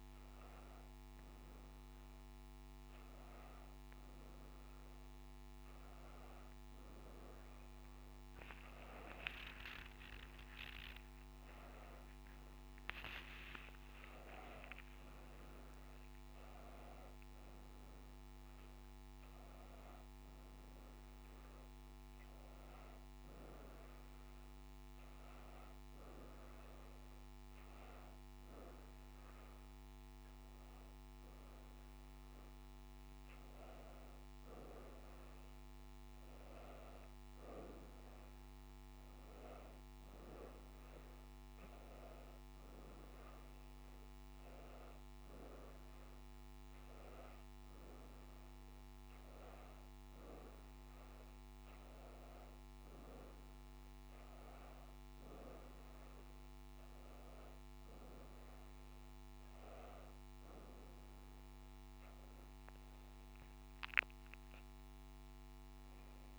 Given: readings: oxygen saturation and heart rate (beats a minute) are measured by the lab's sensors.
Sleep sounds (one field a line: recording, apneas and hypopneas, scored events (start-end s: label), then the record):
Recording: breathing in sleep by a microphone on the trachea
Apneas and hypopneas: none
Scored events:
9.50-13.50 s: arousal
40.00-50.00 s: oxygen desaturation (device-marked, oxygen 96% before, 93% lowest, heart rate 83 before, 82 extreme)
From the record:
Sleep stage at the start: N1 (lightest sleep)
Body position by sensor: on the back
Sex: female